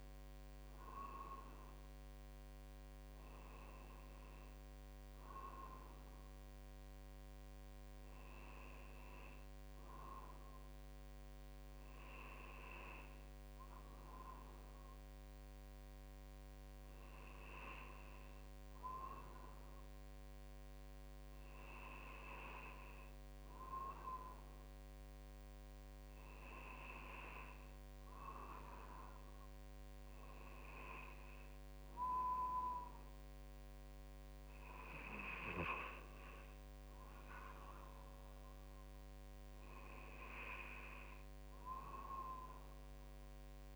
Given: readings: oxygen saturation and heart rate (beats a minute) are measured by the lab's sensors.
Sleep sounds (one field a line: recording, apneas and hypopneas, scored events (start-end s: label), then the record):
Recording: breathing in sleep by a microphone on the trachea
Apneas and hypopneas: none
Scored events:
none scored
From the record:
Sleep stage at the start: N2 (light sleep)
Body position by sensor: on the right side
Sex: male